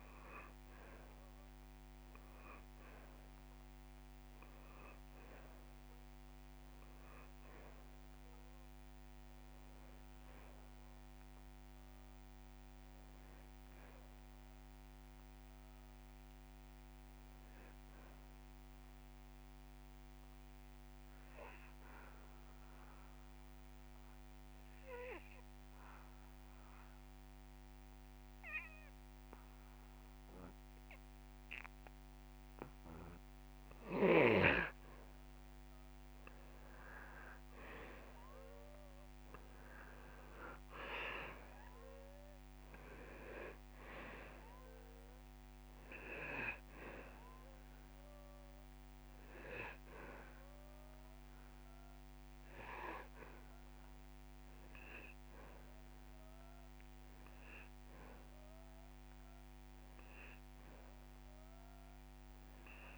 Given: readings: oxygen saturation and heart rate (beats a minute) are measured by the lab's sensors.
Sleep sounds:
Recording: breathing in sleep by a microphone on the trachea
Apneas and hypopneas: 1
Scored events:
6.00-8.00 s: long interval between heartbeats (device-marked)
12.50-14.50 s: long interval between heartbeats (device-marked)
16.50-19.50 s: drop in pulse transit time (device-marked)
17.50-34.00 s: obstructive apnea (oxygen 99% before, 89% lowest)
21.00-23.00 s: long interval between heartbeats (device-marked)
28.00-30.00 s: long interval between heartbeats (device-marked)
35.50-39.00 s: arousal
39.50-62.98 s: oxygen desaturation (device-marked, oxygen 97% before, 89% lowest)
45.00-47.00 s: long interval between heartbeats (device-marked)
53.50-55.50 s: long interval between heartbeats (device-marked)
From the record:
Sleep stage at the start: N2 (light sleep)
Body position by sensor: on the back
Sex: male

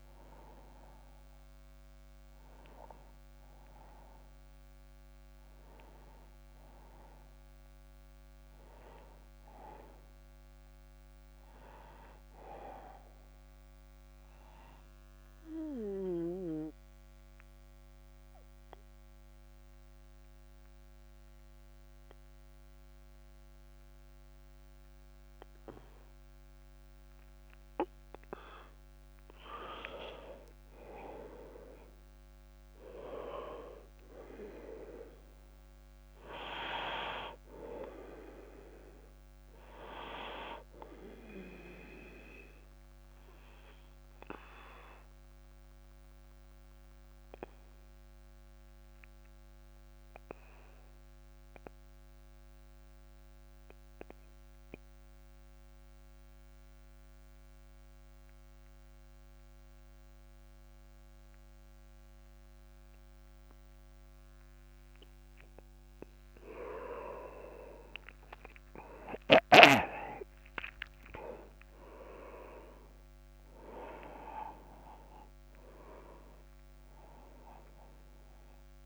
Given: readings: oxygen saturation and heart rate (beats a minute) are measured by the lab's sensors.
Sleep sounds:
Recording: a person partly awake in a sleep study, by a microphone on the trachea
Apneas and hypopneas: 2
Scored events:
6.00-66.00 s: new sleep stage, N2 (light sleep)
14.00-28.50 s: obstructive apnea (oxygen 98% before, 91% lowest, heart rate 45 before, 40 extreme, up 47 after)
30.50-34.50 s: arousal
36.00-58.00 s: oxygen desaturation (device-marked, oxygen 97% before, 93% lowest)
42.50-64.50 s: obstructive apnea (oxygen 97% before, 91% lowest)
66.00-78.86 s: new sleep stage, N1 (lightest sleep)
66.50-69.50 s: arousal
77.00-78.86 s: oxygen desaturation (device-marked, oxygen 98% before, 91% lowest, heart rate 56 before, 30 extreme)
From the record:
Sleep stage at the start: awake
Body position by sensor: on the back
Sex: male

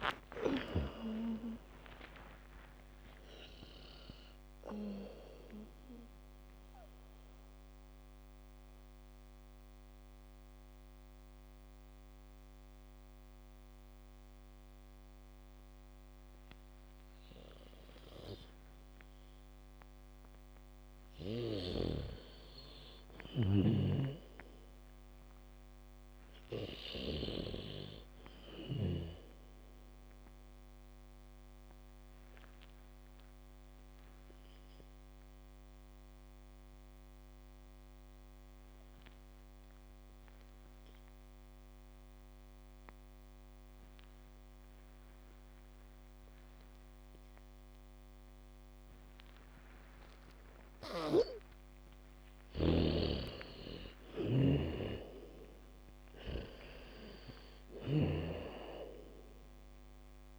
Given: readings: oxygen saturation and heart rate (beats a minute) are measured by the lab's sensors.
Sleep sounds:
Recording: breathing in sleep by a microphone on the trachea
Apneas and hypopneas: 2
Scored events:
0.00-1.00 s: arousal
0.00-21.00 s: oxygen desaturation (device-marked, oxygen 76% lowest, heart rate 35 extreme)
4.00-10.00 s: bradycardia (device-marked, heart rate 65 before, 36 extreme)
6.50-20.50 s: mixed apnea (oxygen 98% before, 76% lowest, heart rate 69 before, 50 extreme, up 27 after)
21.00-27.00 s: bradycardia (device-marked, heart rate 66 before, 58 extreme)
22.50-26.00 s: arousal
31.00-44.00 s: oxygen desaturation (device-marked, oxygen 99% before, 92% lowest, heart rate 68 before, 26 extreme)
32.00-50.50 s: obstructive apnea (oxygen 99% before, 83% lowest, heart rate 69 before, 26 extreme)
50.00-60.39 s: oxygen desaturation (device-marked, oxygen 98% before, 85% lowest, heart rate 77 before, 26 extreme)
51.00-60.39 s: snoring (device-marked)
52.50-57.00 s: arousal
53.00-59.00 s: bradycardia (device-marked, heart rate 66 before, 26 extreme)
From the record:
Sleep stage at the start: N2 (light sleep)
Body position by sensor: on the back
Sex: female

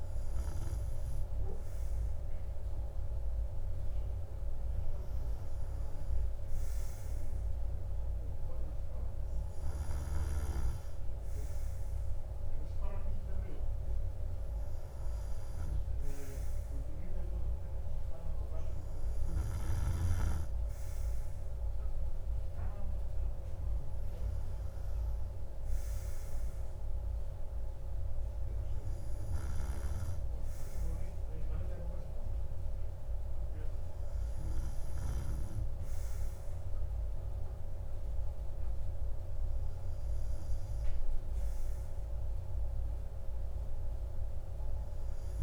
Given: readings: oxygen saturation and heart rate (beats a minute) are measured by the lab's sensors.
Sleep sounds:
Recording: breathing in sleep, hard to hear, by a room microphone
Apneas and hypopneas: none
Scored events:
none scored
From the record:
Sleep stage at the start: N2 (light sleep)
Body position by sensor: on the right side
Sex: male

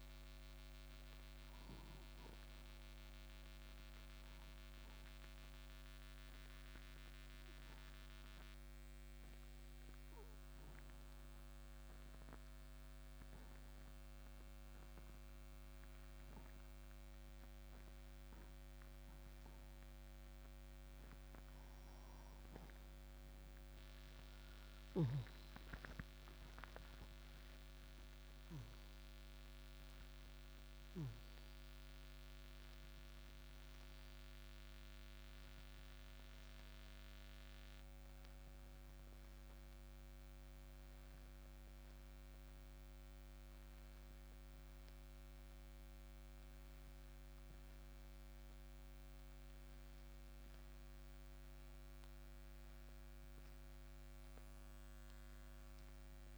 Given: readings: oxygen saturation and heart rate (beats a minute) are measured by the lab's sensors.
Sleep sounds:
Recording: breathing in sleep, hard to hear, by a microphone on the trachea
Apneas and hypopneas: 1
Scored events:
7.00-20.50 s: obstructive apnea (oxygen 97% before, 89% lowest)
24.50-30.00 s: arousal
36.50-56.38 s: oxygen desaturation (device-marked, oxygen 95% before, 89% lowest)
From the record:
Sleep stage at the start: N2 (light sleep)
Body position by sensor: on the right side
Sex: male

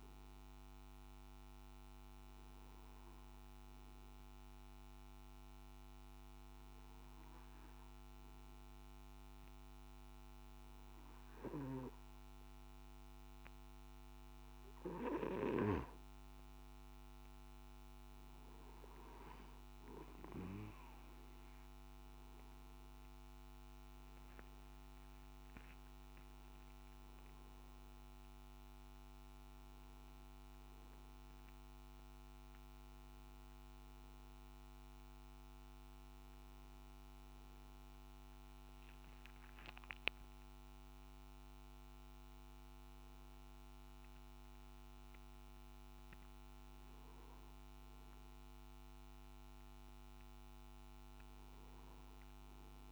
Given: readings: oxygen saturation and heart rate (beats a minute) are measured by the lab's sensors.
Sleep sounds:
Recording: breathing in sleep by a microphone on the trachea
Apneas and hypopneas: 1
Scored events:
1.00-16.00 s: hypopnea (oxygen 98% before, 94% lowest, heart rate 60 before, 56 extreme, up 6 after)
24.00-27.50 s: arousal
From the record:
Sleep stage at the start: N2 (light sleep)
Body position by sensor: on the back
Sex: male

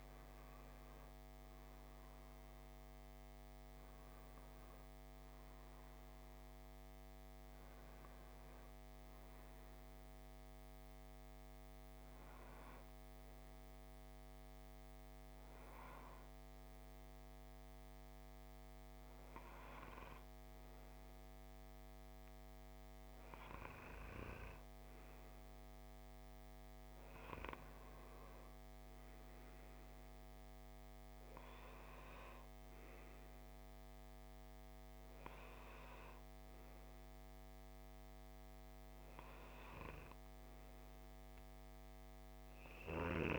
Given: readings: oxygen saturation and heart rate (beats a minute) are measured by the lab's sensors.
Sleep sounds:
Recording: breathing in sleep by a microphone on the trachea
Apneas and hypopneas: none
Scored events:
none scored
From the record:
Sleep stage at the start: N2 (light sleep)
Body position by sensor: on the left side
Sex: male

